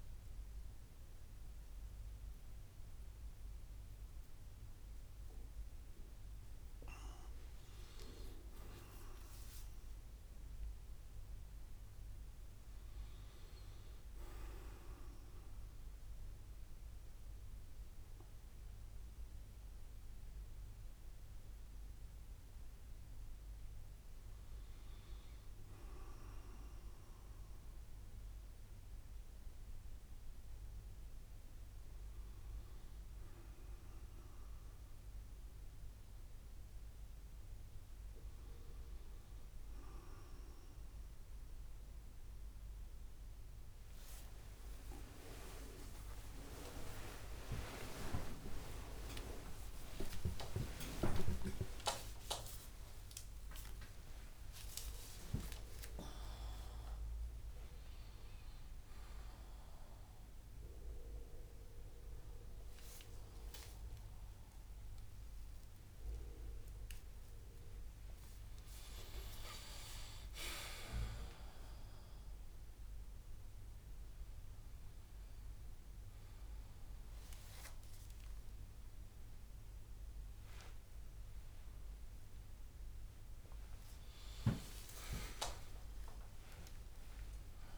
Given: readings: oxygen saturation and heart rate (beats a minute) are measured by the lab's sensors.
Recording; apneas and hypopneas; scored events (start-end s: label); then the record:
a person awake in a sleep study, by a room microphone; none
0.00-1.00 s: long interval between heartbeats (device-marked, heart rate 79 extreme)
3.00-5.00 s: long interval between heartbeats (device-marked, heart rate 83 before, 136 extreme)
5.00-7.00 s: long interval between heartbeats (device-marked, heart rate 88 before, 160 extreme)
7.00-9.00 s: long interval between heartbeats (device-marked, heart rate 95 before, 160 extreme)
47.50-49.50 s: long interval between heartbeats (device-marked, heart rate 67 before, 78 extreme)
49.50-51.50 s: long interval between heartbeats (device-marked, heart rate 69 before, 119 extreme)
52.00-54.00 s: long interval between heartbeats (device-marked, heart rate 81 before, 177 extreme)
55.00-57.00 s: long interval between heartbeats (device-marked, heart rate 99 before, 147 extreme)
58.00-60.00 s: long interval between heartbeats (device-marked, heart rate 110 before, 109 extreme)
69.50-71.50 s: long interval between heartbeats (device-marked, heart rate 109 before, 90 extreme)
85.00-87.00 s: long interval between heartbeats (device-marked, heart rate 76 before, 77 extreme)
From the record:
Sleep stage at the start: awake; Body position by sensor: on the back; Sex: male